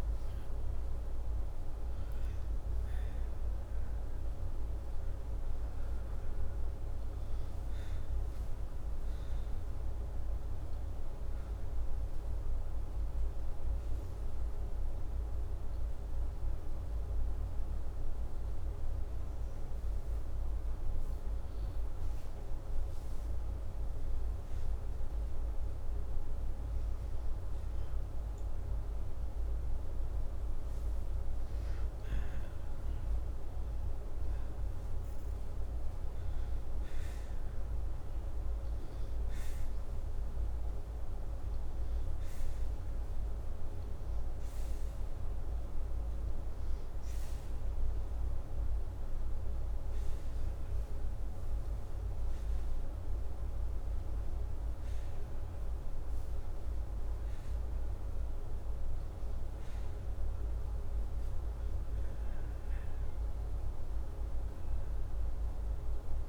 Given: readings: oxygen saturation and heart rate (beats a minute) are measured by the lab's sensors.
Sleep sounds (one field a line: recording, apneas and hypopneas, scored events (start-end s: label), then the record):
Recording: breathing in sleep, hard to hear, by a room microphone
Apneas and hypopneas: 2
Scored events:
13.00-24.00 s: hypopnea (oxygen 96% before, 94% lowest, heart rate 87 before, 81 extreme, up 5 after)
25.50-28.00 s: arousal
42.00-53.50 s: hypopnea (oxygen 97% before, 93% lowest, heart rate 85 before, 78 extreme, up 7 after)
54.50-57.50 s: arousal
From the record:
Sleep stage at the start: N2 (light sleep)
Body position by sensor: upright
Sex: male